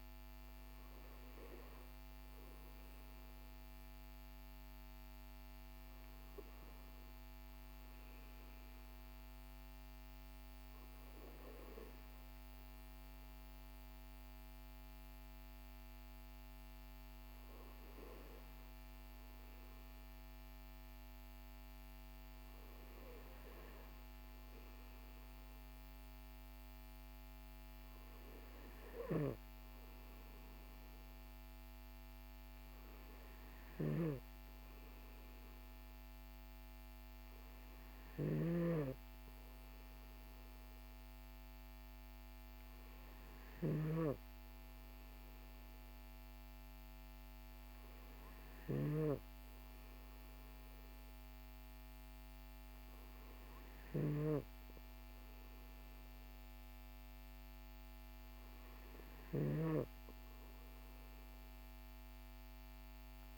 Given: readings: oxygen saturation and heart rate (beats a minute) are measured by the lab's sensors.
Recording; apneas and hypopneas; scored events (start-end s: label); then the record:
breathing in sleep by a microphone on the trachea; none
none scored
From the record:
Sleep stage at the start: N2 (light sleep); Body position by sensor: on the back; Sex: male